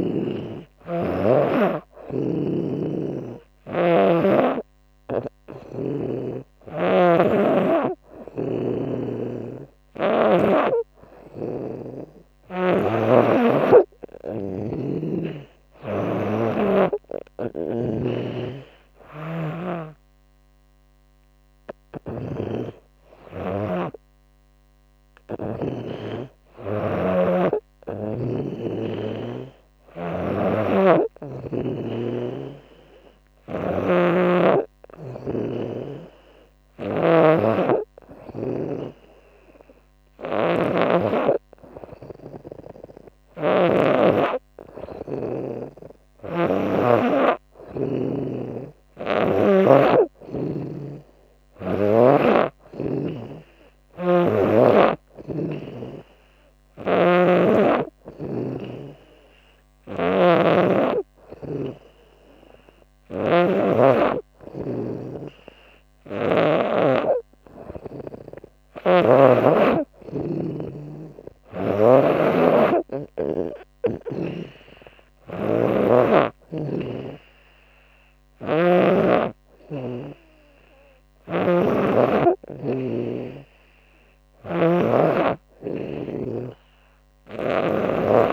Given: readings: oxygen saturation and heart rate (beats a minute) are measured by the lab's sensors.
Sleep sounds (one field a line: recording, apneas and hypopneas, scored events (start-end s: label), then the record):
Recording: breathing in sleep by a microphone on the trachea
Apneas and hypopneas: none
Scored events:
2.00-5.50 s: snoring (device-marked)
7.50-14.00 s: snoring (device-marked)
21.00-25.00 s: snoring (device-marked)
29.50-49.00 s: snoring (device-marked)
56.00-66.00 s: snoring (device-marked)
80.50-88.33 s: snoring (device-marked)
From the record:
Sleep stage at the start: N2 (light sleep)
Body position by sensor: on the back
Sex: female